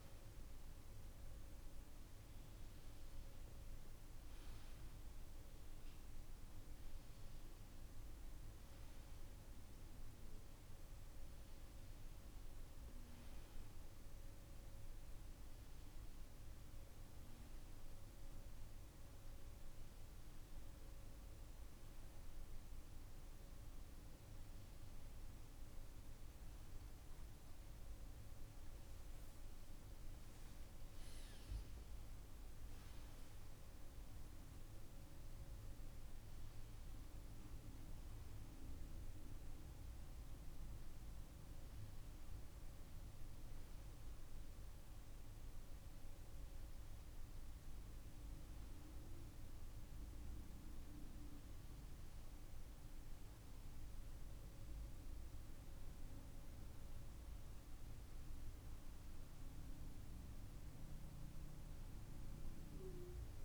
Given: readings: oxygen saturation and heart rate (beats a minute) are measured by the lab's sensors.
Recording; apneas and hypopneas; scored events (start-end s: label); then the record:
a person awake in a sleep study, hard to hear, by a room microphone; none
27.50-63.45 s: new sleep stage, awake
From the record:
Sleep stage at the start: N1 (lightest sleep); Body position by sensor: on the right side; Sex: male